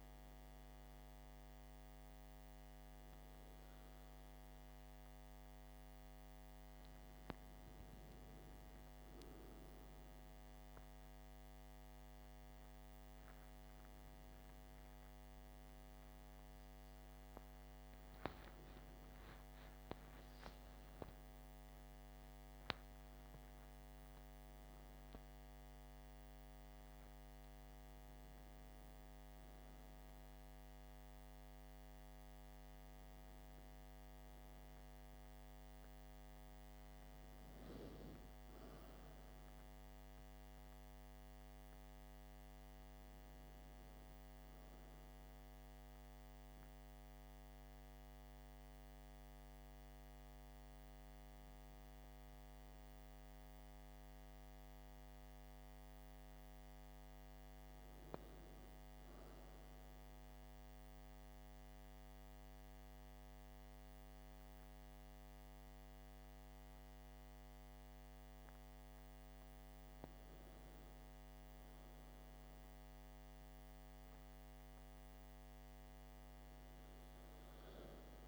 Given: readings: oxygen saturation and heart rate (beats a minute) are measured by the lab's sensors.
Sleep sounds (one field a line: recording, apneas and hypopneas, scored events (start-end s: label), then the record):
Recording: breathing in sleep, hard to hear, by a microphone on the trachea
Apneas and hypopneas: none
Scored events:
15.50-20.00 s: arousal
From the record:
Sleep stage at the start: N2 (light sleep)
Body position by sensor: on the back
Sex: male